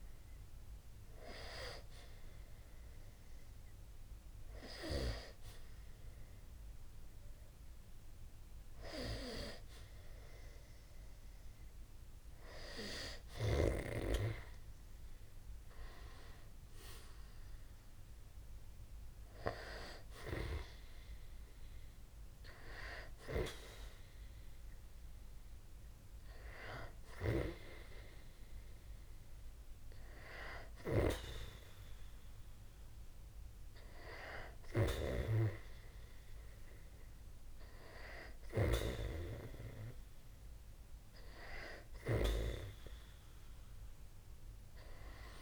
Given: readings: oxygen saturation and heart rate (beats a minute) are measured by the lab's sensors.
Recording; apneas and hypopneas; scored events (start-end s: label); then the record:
breathing in sleep by a room microphone; none
none scored
From the record:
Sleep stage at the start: N2 (light sleep); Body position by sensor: on the back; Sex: male